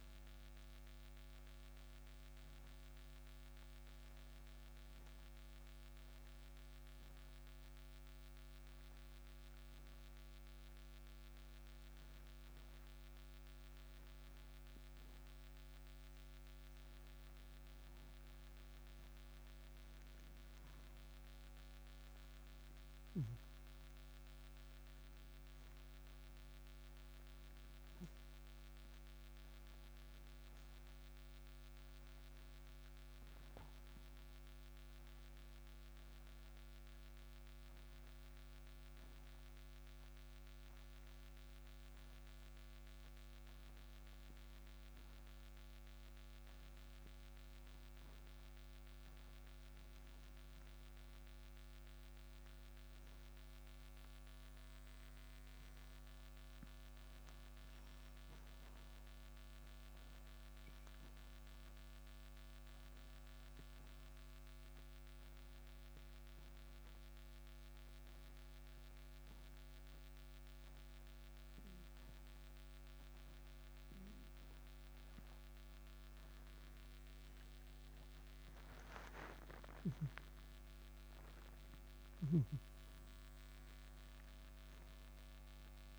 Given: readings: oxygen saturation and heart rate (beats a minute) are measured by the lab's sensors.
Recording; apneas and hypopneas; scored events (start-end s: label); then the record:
breathing in sleep, hard to hear, by a microphone on the trachea; 3
0.00-2.00 s: arousal
0.00-5.00 s: oxygen desaturation (device-marked, oxygen 91% lowest, heart rate 59 extreme)
5.50-18.00 s: obstructive apnea (oxygen 95% before, 90% lowest, heart rate 61 before, 59 extreme, up 6 after)
21.00-24.50 s: arousal
32.00-48.00 s: obstructive apnea (oxygen 97% before, 90% lowest, heart rate 62 before, 58 extreme, up 4 after)
33.00-50.00 s: oxygen desaturation (device-marked, oxygen 96% before, 90% lowest, heart rate 62 before, 58 extreme)
50.00-54.00 s: arousal
58.50-76.50 s: obstructive apnea (oxygen 96% before, 91% lowest, heart rate 61 before, 57 extreme, up 6 after)
67.00-85.99 s: oxygen desaturation (device-marked, oxygen 96% before, 92% lowest, heart rate 61 before, 57 extreme)
80.00-85.50 s: arousal
From the record:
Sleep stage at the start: N2 (light sleep); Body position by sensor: on the right side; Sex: male